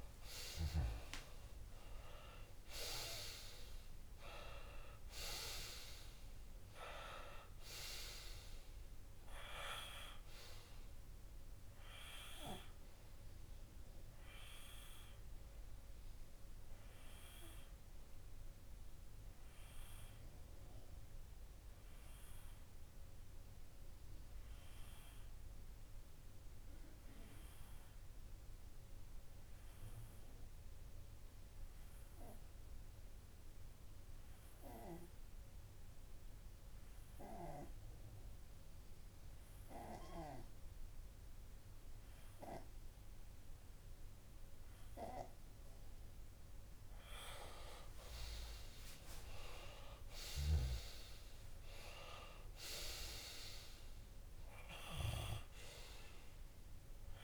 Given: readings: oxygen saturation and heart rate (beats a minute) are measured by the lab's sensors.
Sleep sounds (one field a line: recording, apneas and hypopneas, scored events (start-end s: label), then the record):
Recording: breathing in sleep by a room microphone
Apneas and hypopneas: 1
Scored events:
0.00-1.50 s: arousal
18.00-46.00 s: obstructive apnea (oxygen 99% before, 95% lowest)
48.50-52.00 s: arousal
From the record:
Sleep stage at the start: N2 (light sleep)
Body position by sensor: on the left side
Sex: male